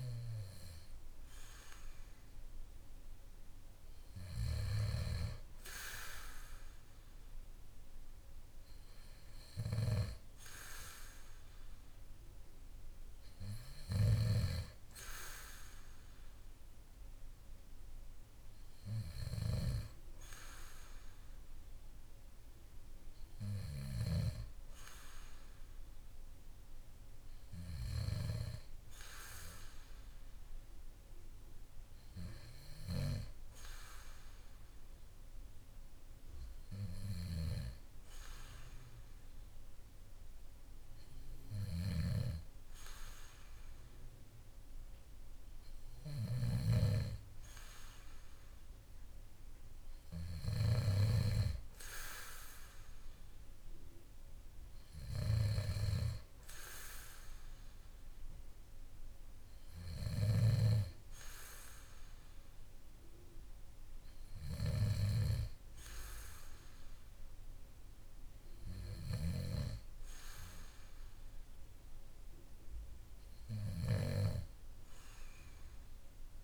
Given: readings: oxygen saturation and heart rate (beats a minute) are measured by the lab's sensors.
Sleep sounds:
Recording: breathing in sleep by a room microphone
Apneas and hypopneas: none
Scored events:
none scored
From the record:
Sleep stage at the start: N2 (light sleep)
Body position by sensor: on the back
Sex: male

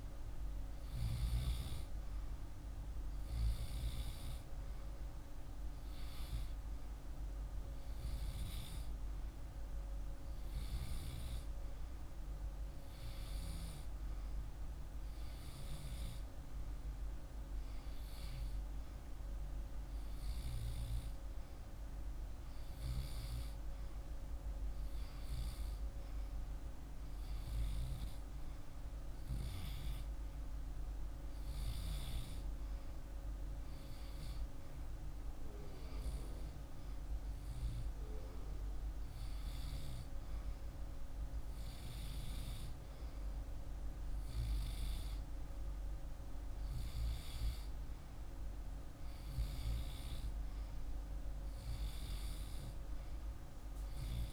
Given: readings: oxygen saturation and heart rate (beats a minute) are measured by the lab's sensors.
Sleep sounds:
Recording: breathing in sleep, hard to hear, by a room microphone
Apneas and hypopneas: none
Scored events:
none scored
From the record:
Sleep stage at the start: REM sleep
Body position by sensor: on the left side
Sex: male

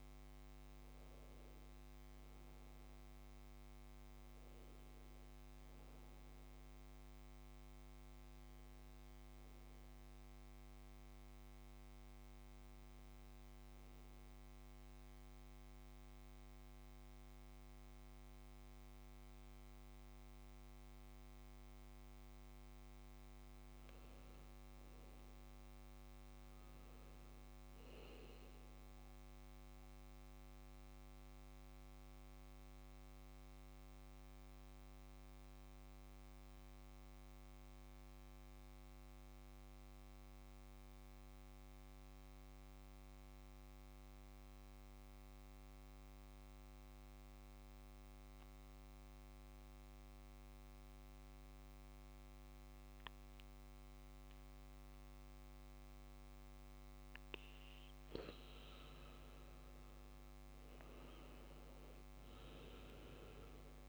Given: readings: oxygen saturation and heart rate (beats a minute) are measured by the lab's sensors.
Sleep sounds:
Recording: breathing in sleep, hard to hear, by a microphone on the trachea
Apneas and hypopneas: 2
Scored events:
6.00-21.00 s: hypopnea (oxygen 97% before, 93% lowest, heart rate 66 before, 61 extreme, up 4 after)
23.50-26.50 s: arousal
30.00-57.50 s: mixed apnea (oxygen 100% before, 93% lowest, heart rate 63 before, 58 extreme)
51.50-63.89 s: oxygen desaturation (device-marked, oxygen 99% before, 93% lowest, heart rate 64 before, 58 extreme)
58.50-62.00 s: arousal
From the record:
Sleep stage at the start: N2 (light sleep)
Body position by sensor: on the back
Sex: male

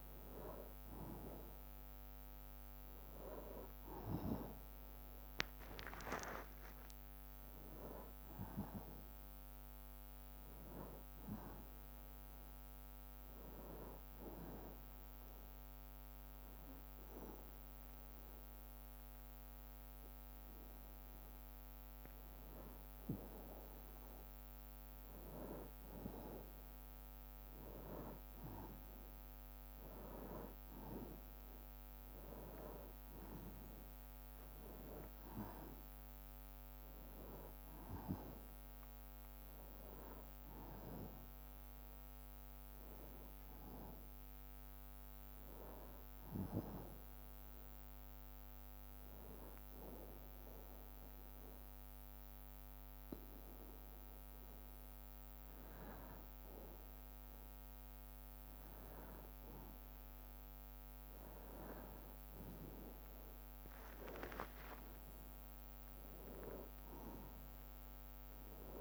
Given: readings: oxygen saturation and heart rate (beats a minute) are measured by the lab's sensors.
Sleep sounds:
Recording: breathing in sleep by a microphone on the trachea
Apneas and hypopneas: 2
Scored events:
0.00-7.50 s: drop in pulse transit time (device-marked, heart rate 63 extreme)
5.00-10.00 s: arousal
8.50-15.50 s: bradycardia (device-marked, heart rate 64 before, 56 extreme)
14.00-25.00 s: hypopnea (oxygen 96% before, 93% lowest, heart rate 63 before, 61 extreme, up 7 after)
27.00-31.50 s: arousal
34.50-49.50 s: drop in pulse transit time (device-marked, heart rate 61 before, 63 extreme)
45.50-56.00 s: hypopnea (oxygen 96% before, 93% lowest, heart rate 64 before, 61 extreme, up 0 after)
63.00-68.00 s: arousal
65.50-68.81 s: drop in pulse transit time (device-marked, heart rate 62 before, 62 extreme)
From the record:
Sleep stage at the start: N2 (light sleep)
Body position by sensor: on the back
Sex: male

